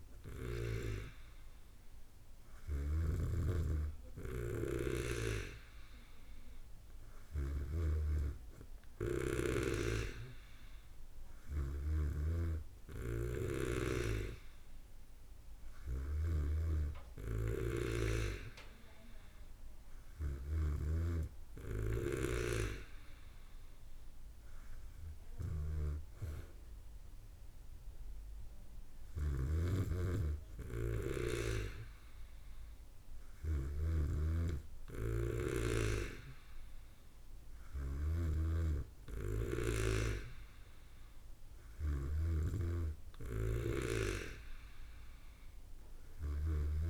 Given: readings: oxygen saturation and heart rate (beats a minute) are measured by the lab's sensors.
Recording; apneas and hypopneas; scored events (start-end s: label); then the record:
breathing in sleep by a room microphone; none
0.00-3.50 s: snoring (device-marked)
9.50-13.50 s: snoring (device-marked)
29.50-43.00 s: snoring (device-marked)
From the record:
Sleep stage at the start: N2 (light sleep); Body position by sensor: on the back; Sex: female